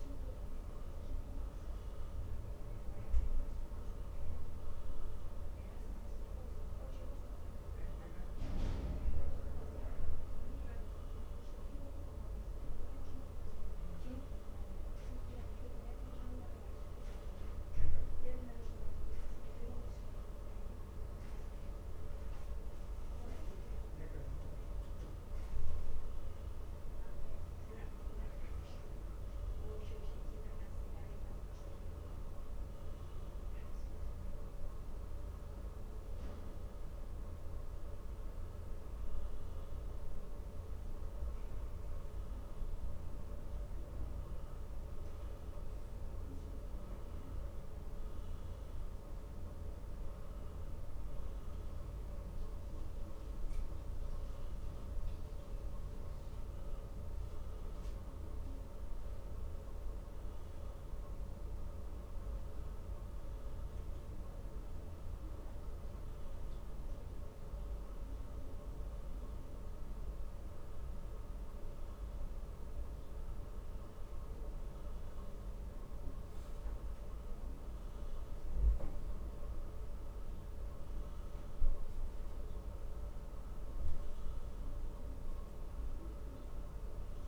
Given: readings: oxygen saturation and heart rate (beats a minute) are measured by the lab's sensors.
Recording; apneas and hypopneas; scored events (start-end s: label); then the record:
breathing in sleep, hard to hear, by a room microphone; none
none scored
From the record:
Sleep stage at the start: N1 (lightest sleep); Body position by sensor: on the back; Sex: male